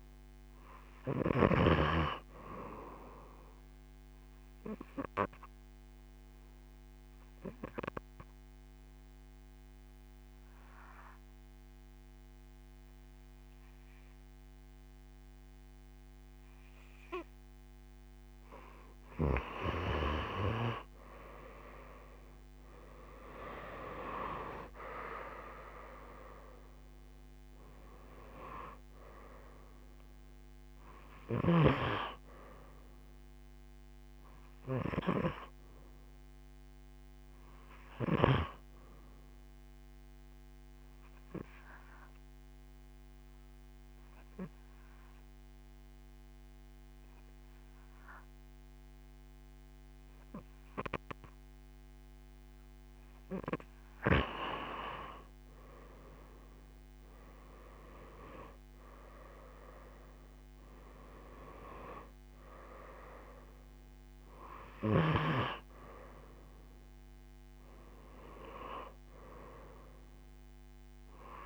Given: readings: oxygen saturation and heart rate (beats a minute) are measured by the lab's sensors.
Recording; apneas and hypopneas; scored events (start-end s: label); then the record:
breathing in sleep by a microphone on the trachea; 2
5.00-18.00 s: obstructive apnea (oxygen 98% before, 88% lowest)
20.50-25.50 s: arousal
21.50-44.50 s: oxygen desaturation (device-marked, oxygen 94% before, 88% lowest)
39.50-52.00 s: obstructive apnea (oxygen 94% before, 88% lowest)
54.50-58.50 s: arousal
62.50-71.46 s: oxygen desaturation (device-marked, oxygen 99% before, 91% lowest)
From the record:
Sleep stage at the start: N2 (light sleep); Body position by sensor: on the right side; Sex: female